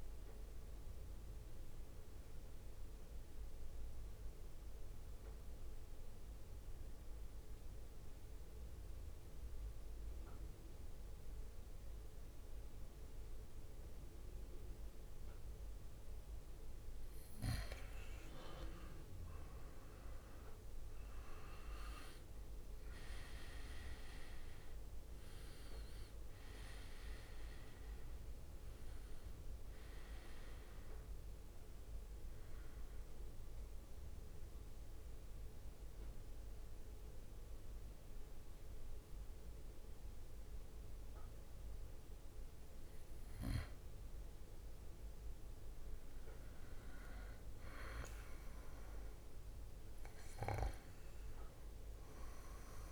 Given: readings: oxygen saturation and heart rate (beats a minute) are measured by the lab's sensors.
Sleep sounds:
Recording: breathing in sleep by a room microphone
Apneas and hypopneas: 2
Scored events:
0.00-3.00 s: oxygen desaturation (device-marked, oxygen 93% lowest, heart rate 57 extreme)
1.00-17.50 s: mixed apnea (oxygen 99% before, 92% lowest, heart rate 65 before, 54 extreme, up 14 after)
19.00-23.00 s: arousal
19.00-41.00 s: oxygen desaturation (device-marked, oxygen 98% before, 92% lowest, heart rate 59 before, 54 extreme)
33.00-44.00 s: central apnea (oxygen 98% before, 92% lowest, heart rate 65 before, 54 extreme, up 10 after)
47.00-50.50 s: arousal
From the record:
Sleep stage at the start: N2 (light sleep)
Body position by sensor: on the back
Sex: male

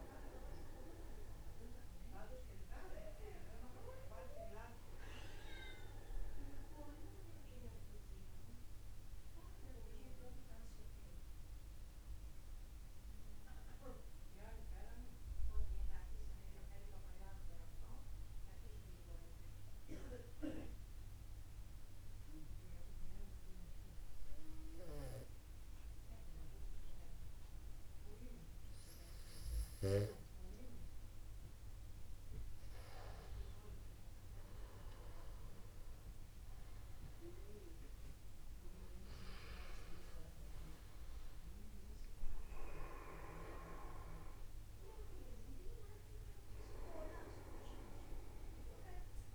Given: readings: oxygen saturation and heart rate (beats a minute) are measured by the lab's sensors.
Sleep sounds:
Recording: breathing in sleep by a room microphone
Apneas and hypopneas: 1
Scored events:
5.00-49.34 s: new sleep stage, N2 (light sleep)
6.00-32.00 s: mixed apnea (oxygen 97% before, 93% lowest, heart rate 51 before, 50 extreme, up 1 after)
35.50-39.50 s: arousal
From the record:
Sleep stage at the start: N1 (lightest sleep)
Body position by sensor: upright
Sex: male

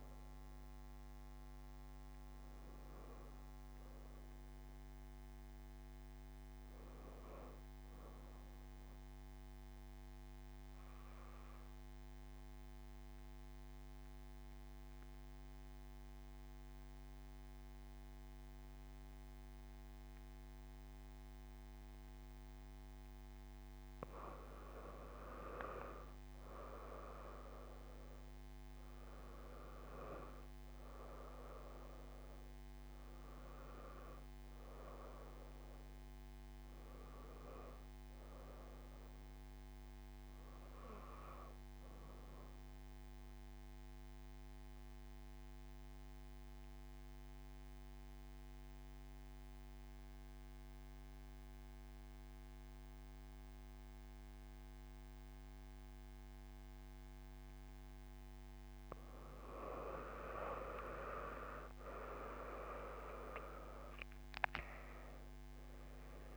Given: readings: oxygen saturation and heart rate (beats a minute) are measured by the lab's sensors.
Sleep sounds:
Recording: breathing in sleep by a microphone on the trachea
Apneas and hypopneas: 2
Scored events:
0.00-16.00 s: oxygen desaturation (device-marked, oxygen 87% lowest)
9.50-24.50 s: mixed apnea (oxygen 93% before, 88% lowest)
27.00-31.50 s: arousal
28.00-48.00 s: oxygen desaturation (device-marked, oxygen 98% before, 89% lowest)
44.00-59.00 s: mixed apnea (oxygen 98% before, 89% lowest)
62.50-66.37 s: arousal
From the record:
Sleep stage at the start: N2 (light sleep)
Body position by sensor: on the back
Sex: female

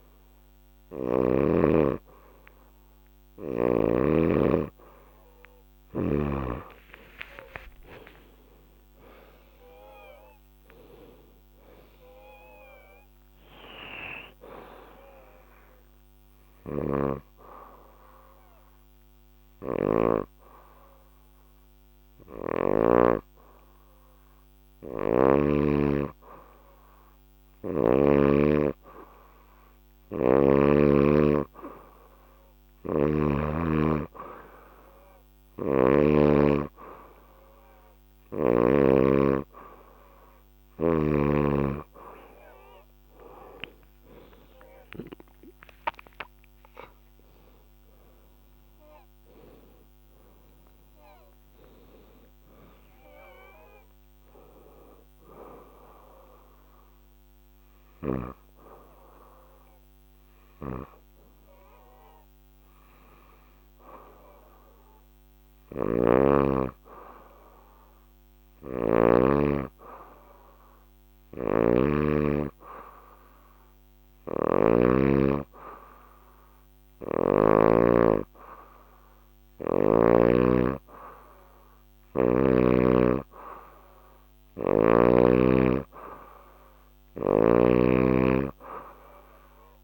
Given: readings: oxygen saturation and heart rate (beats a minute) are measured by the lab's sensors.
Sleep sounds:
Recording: breathing in sleep by a microphone on the trachea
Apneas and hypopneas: 1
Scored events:
0.00-1.00 s: snoring (device-marked)
7.00-12.00 s: arousal
16.00-22.50 s: snoring (device-marked)
16.50-26.50 s: obstructive apnea (oxygen 93% before, 90% lowest, heart rate 121 before, 131 extreme)
28.50-31.00 s: arousal
29.50-33.00 s: snoring (device-marked)
35.00-38.50 s: snoring (device-marked)
35.50-46.50 s: oxygen desaturation (device-marked, oxygen 97% before, 92% lowest, heart rate 135 before, 68 extreme)
47.00-52.00 s: arousal
65.50-69.00 s: snoring (device-marked)
71.00-77.50 s: snoring (device-marked)
74.50-89.84 s: oxygen desaturation (device-marked, oxygen 97% before, 91% lowest, heart rate 81 before, 71 extreme)
From the record:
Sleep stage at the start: N2 (light sleep)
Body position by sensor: on the back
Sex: female

